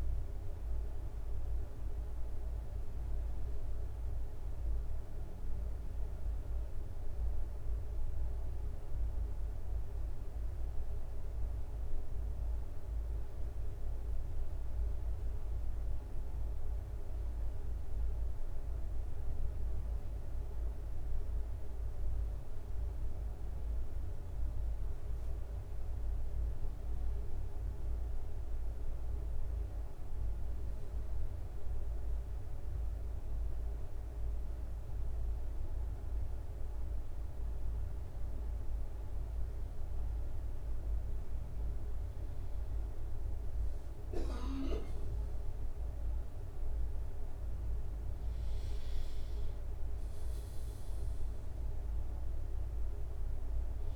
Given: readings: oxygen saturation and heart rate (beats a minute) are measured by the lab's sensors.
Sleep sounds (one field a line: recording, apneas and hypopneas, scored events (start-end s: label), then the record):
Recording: breathing in sleep, hard to hear, by a room microphone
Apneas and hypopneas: none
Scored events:
7.50-53.96 s: new sleep stage, N2 (light sleep)
From the record:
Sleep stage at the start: N1 (lightest sleep)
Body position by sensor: on the back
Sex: male